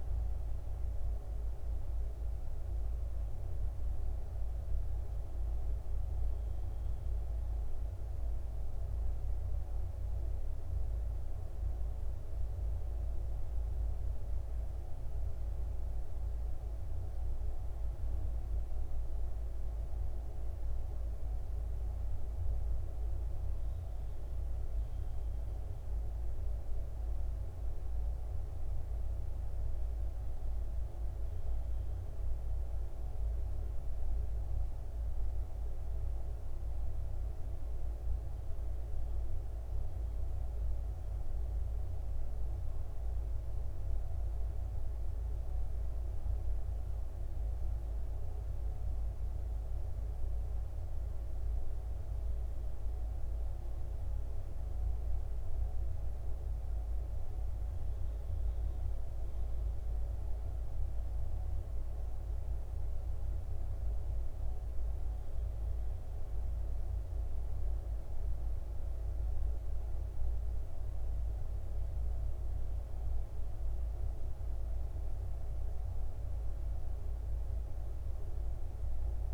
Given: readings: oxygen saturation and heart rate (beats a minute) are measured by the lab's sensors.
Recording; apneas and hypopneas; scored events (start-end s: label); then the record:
breathing in sleep, hard to hear, by a room microphone; 1
41.50-51.50 s: central apnea (oxygen 96% before, 94% lowest, heart rate 62 before, 62 extreme, up 1 after)
55.50-60.00 s: arousal
From the record:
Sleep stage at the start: N2 (light sleep); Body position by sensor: on the back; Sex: male